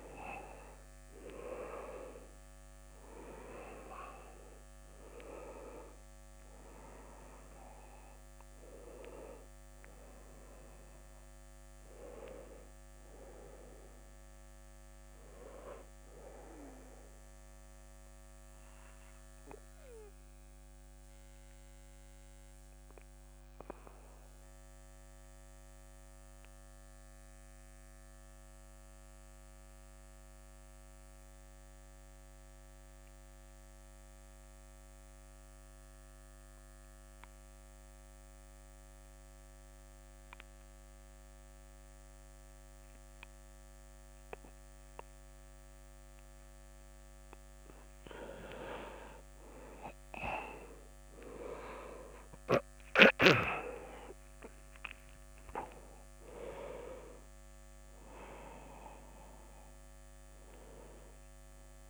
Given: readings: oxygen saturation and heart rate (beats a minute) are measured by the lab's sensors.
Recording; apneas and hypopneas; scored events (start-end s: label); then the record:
breathing in sleep by a microphone on the trachea; 1
0.00-4.50 s: arousal
3.00-32.00 s: oxygen desaturation (device-marked, oxygen 99% before, 93% lowest)
17.50-46.00 s: obstructive apnea (oxygen 100% before, 92% lowest)
49.00-53.50 s: arousal
51.00-61.90 s: oxygen desaturation (device-marked, oxygen 99% before, 92% lowest)
From the record:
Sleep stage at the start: N2 (light sleep); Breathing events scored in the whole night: 277 in 4.3 hours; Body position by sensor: on the back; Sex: male